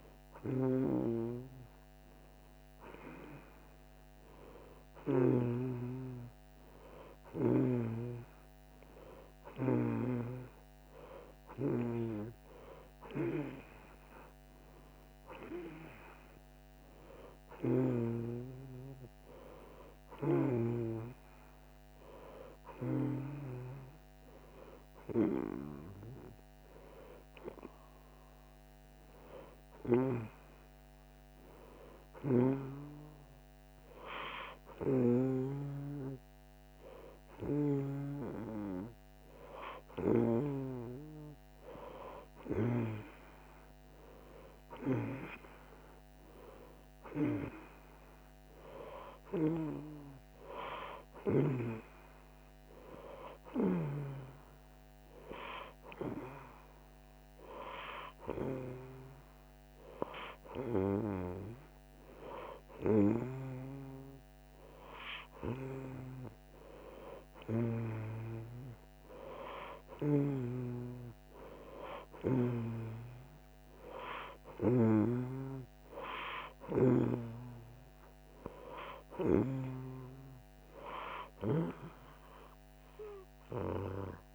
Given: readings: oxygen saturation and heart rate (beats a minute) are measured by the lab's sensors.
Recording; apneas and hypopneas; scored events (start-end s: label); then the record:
breathing in sleep by a microphone on the trachea; 2
18.50-23.00 s: arousal
31.00-41.50 s: hypopnea (oxygen 90% before, 89% lowest, heart rate 78 before, 39 extreme, up 52 after)
43.50-47.50 s: arousal
54.50-66.00 s: hypopnea (oxygen 90% before, 88% lowest, heart rate 91 before, 54 extreme)
67.50-71.00 s: arousal
From the record:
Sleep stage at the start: N2 (light sleep); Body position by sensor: on the back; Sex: female